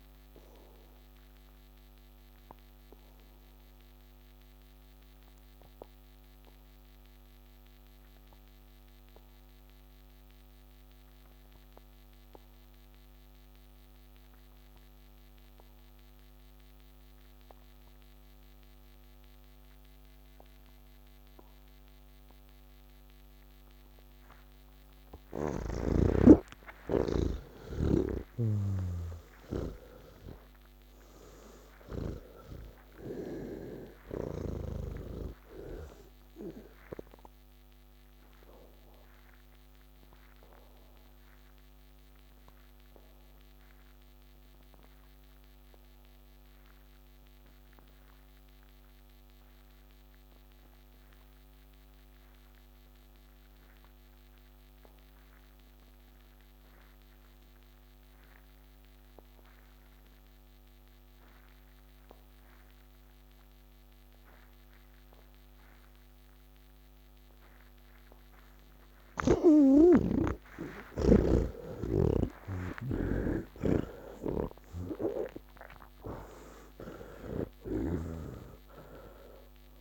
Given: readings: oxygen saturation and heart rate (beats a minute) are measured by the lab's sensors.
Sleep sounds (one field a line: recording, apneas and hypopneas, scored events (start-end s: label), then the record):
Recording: breathing in sleep by a microphone on the trachea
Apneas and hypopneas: 2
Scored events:
0.00-13.50 s: oxygen desaturation (device-marked, oxygen 80% lowest, heart rate 73 extreme)
2.50-23.50 s: obstructive apnea (oxygen 99% before, 79% lowest, heart rate 154 before, 100 extreme)
25.50-52.50 s: oxygen desaturation (device-marked, oxygen 98% before, 81% lowest, heart rate 147 before, 66 extreme)
28.00-32.50 s: snoring (device-marked)
41.50-66.50 s: obstructive apnea (oxygen 98% before, 78% lowest, heart rate 190 before, 66 extreme, up 31 after)
59.50-79.81 s: oxygen desaturation (device-marked, oxygen 98% before, 78% lowest)
78.00-79.81 s: snoring (device-marked)
From the record:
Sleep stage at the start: N2 (light sleep)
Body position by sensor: on the back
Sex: male